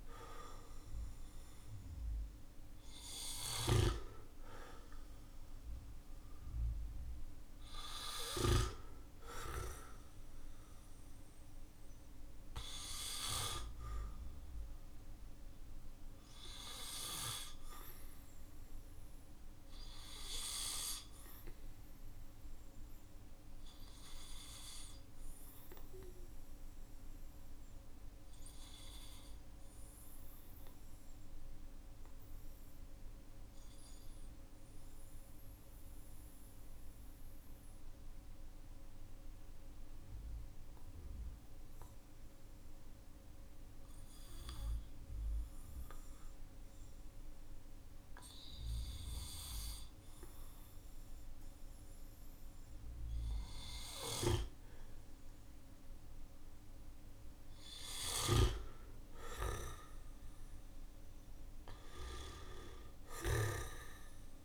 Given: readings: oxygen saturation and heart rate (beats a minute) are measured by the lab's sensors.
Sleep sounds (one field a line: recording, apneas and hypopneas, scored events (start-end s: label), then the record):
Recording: breathing in sleep by a room microphone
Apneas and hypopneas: 1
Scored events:
0.00-3.00 s: snoring (device-marked)
20.00-24.00 s: arousal
27.50-51.50 s: obstructive apnea (oxygen 97% before, 94% lowest, heart rate 48 before, 44 extreme, up 9 after)
55.00-62.00 s: oxygen desaturation (device-marked, oxygen 98% before, 96% lowest, heart rate 51 before, 40 extreme)
56.50-61.50 s: arousal
57.00-64.45 s: snoring (device-marked)
From the record:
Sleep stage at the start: N1 (lightest sleep)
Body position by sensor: on the right side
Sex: male